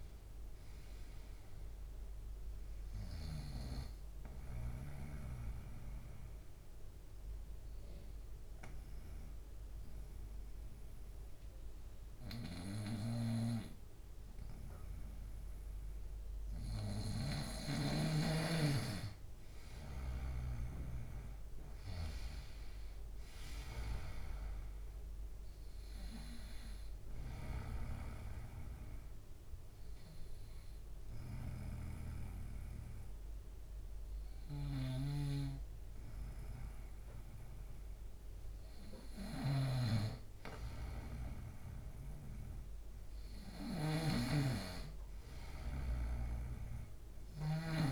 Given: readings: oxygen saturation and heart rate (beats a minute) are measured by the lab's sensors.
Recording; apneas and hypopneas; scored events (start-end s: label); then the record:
breathing in sleep by a room microphone; 2
1.00-20.00 s: oxygen desaturation (device-marked, oxygen 97% before, 92% lowest, heart rate 75 before, 74 extreme)
4.00-17.50 s: obstructive apnea (oxygen 97% before, 91% lowest, heart rate 76 before, 74 extreme, up 3 after)
20.50-24.00 s: arousal
27.50-38.00 s: obstructive apnea (oxygen 97% before, 90% lowest, heart rate 76 before, 76 extreme, up 2 after)
30.00-46.00 s: oxygen desaturation (device-marked, oxygen 97% before, 91% lowest, heart rate 76 before, 75 extreme)
34.00-47.00 s: snoring (device-marked)
43.50-47.00 s: arousal
From the record:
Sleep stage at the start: N2 (light sleep); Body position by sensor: on the right side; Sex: male